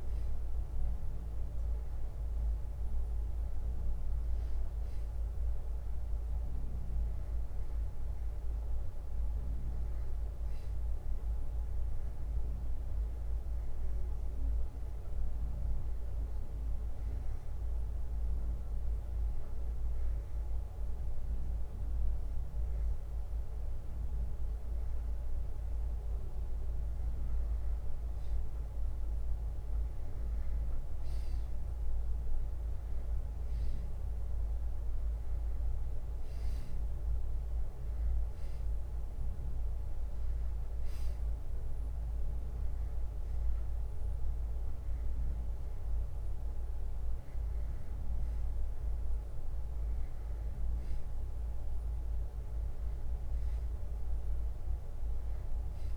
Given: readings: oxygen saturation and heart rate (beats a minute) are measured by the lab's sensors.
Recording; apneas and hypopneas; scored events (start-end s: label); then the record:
breathing in sleep, hard to hear, by a room microphone; 1
0.00-6.00 s: bradycardia (device-marked, heart rate 62 before, 57 extreme)
13.00-17.00 s: bradycardia (device-marked, heart rate 62 before, 57 extreme)
18.00-28.00 s: hypopnea (oxygen 96% before, 93% lowest, heart rate 62 before, 62 extreme, up 5 after)
20.00-22.00 s: long interval between heartbeats (device-marked, heart rate 61 before, 59 extreme)
30.50-33.50 s: arousal
40.50-42.50 s: long interval between heartbeats (device-marked, heart rate 63 before, 68 extreme)
45.00-47.00 s: long interval between heartbeats (device-marked, heart rate 64 before, 68 extreme)
From the record:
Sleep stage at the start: N2 (light sleep); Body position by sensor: on the back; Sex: male